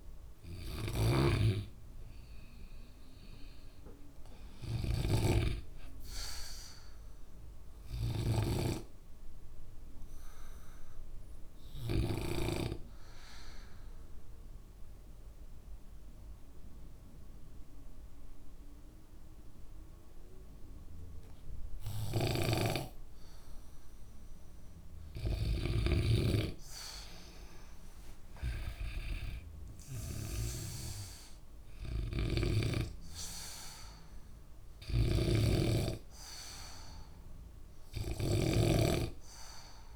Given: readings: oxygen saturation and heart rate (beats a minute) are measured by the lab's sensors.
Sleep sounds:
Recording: breathing in sleep by a room microphone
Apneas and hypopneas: 1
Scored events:
1.00-12.50 s: snoring (device-marked)
3.00-5.50 s: arousal
7.50-25.00 s: obstructive apnea (oxygen 94% before, 91% lowest, heart rate 72 before, 65 extreme, up 14 after)
22.50-39.96 s: snoring (device-marked)
26.50-29.50 s: arousal
30.00-39.96 s: oxygen desaturation (device-marked, oxygen 96% before, 91% lowest, heart rate 71 before, 65 extreme)
From the record:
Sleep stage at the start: N2 (light sleep)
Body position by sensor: on the back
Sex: male

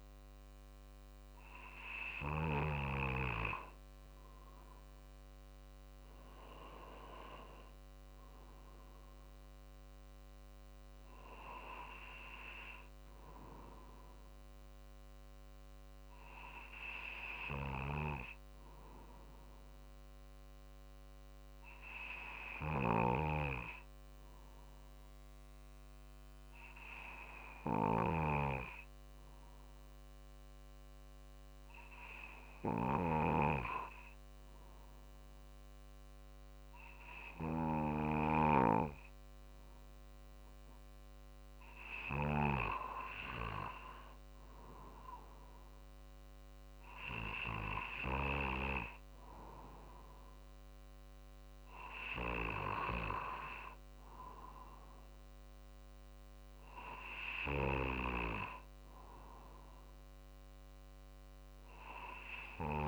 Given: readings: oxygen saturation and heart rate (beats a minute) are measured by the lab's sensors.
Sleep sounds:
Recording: breathing in sleep by a microphone on the trachea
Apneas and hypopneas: 1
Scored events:
8.50-13.00 s: arousal
19.00-41.00 s: obstructive apnea (oxygen 95% before, 93% lowest, heart rate 50 before, 49 extreme, up 3 after)
42.50-45.00 s: arousal
45.00-60.00 s: drop in pulse transit time (device-marked, heart rate 49 before, 50 extreme)
From the record:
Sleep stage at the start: N2 (light sleep)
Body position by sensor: on the right side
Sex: male

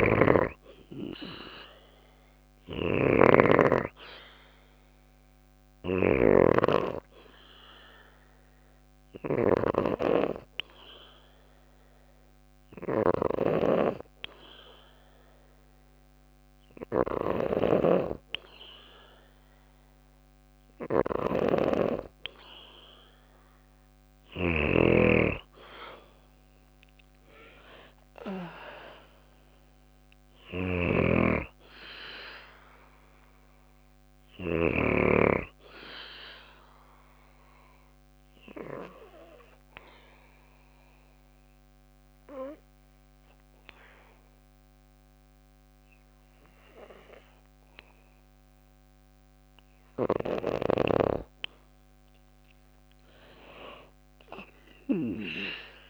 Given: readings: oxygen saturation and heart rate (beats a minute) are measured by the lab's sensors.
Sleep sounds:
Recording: breathing in sleep by a microphone on the trachea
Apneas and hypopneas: 2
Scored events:
0.00-9.00 s: snoring (device-marked)
4.50-17.00 s: hypopnea (oxygen 96% before, 93% lowest, heart rate 56 before, 54 extreme, up 2 after)
5.50-18.50 s: oxygen desaturation (device-marked, oxygen 96% before, 93% lowest, heart rate 56 before, 54 extreme)
16.50-34.00 s: snoring (device-marked)
22.00-26.00 s: arousal
35.50-48.00 s: obstructive apnea (oxygen 95% before, 94% lowest, heart rate 57 before, 53 extreme, up 5 after)
49.50-55.90 s: snoring (device-marked)
53.00-55.90 s: arousal
From the record:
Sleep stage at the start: N2 (light sleep)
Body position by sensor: on the back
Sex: female

